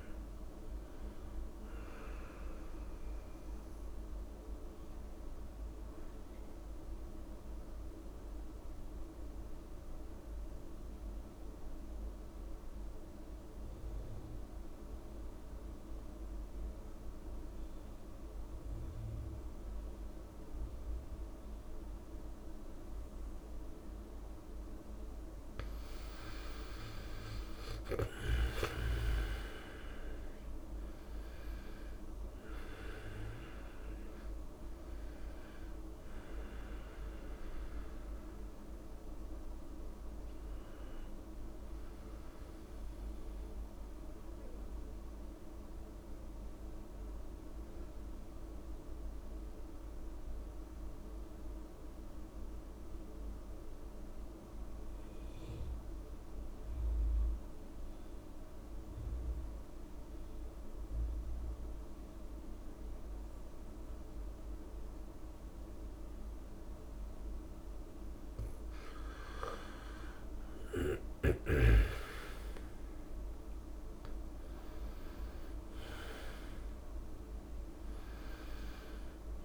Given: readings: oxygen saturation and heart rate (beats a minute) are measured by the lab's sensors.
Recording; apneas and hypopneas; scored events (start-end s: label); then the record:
breathing in sleep, hard to hear, by a room microphone; 2
0.00-10.00 s: oxygen desaturation (device-marked, oxygen 90% lowest)
3.00-5.00 s: long interval between heartbeats (device-marked)
3.50-24.50 s: mixed apnea (oxygen 97% before, 88% lowest)
23.50-25.50 s: long interval between heartbeats (device-marked)
26.50-31.00 s: arousal
27.00-53.00 s: oxygen desaturation (device-marked, oxygen 97% before, 88% lowest)
43.00-67.00 s: mixed apnea (oxygen 97% before, 88% lowest)
62.50-64.50 s: long interval between heartbeats (device-marked)
65.00-67.00 s: long interval between heartbeats (device-marked)
67.00-79.45 s: oxygen desaturation (device-marked, oxygen 98% before, 88% lowest)
69.00-74.00 s: arousal
From the record:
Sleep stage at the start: N2 (light sleep); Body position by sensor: on the back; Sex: male